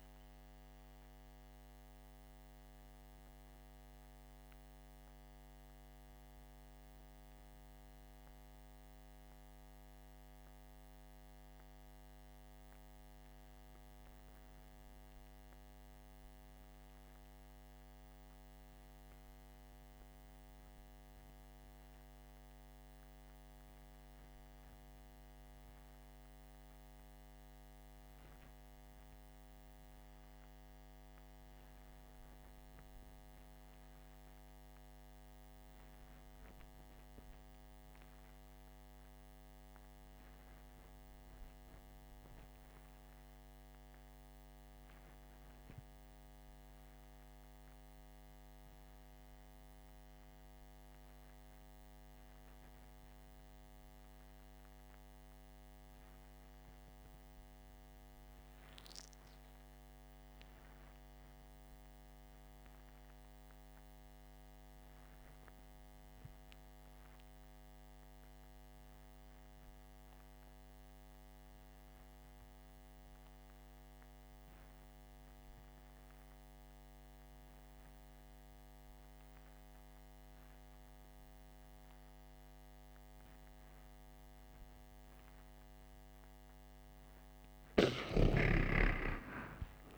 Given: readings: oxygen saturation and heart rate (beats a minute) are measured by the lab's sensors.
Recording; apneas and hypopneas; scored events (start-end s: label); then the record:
breathing in sleep, hard to hear, by a microphone on the trachea; 1
0.00-5.50 s: oxygen desaturation (device-marked, oxygen 83% lowest, heart rate 48 extreme)
2.00-85.50 s: obstructive apnea (oxygen 92% before, 71% lowest, heart rate 62 before, 46 extreme, up 17 after)
46.50-89.98 s: oxygen desaturation (device-marked, oxygen 96% before, 71% lowest, heart rate 57 before, 49 extreme)
88.50-89.98 s: arousal
From the record:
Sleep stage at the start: REM sleep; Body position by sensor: on the back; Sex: male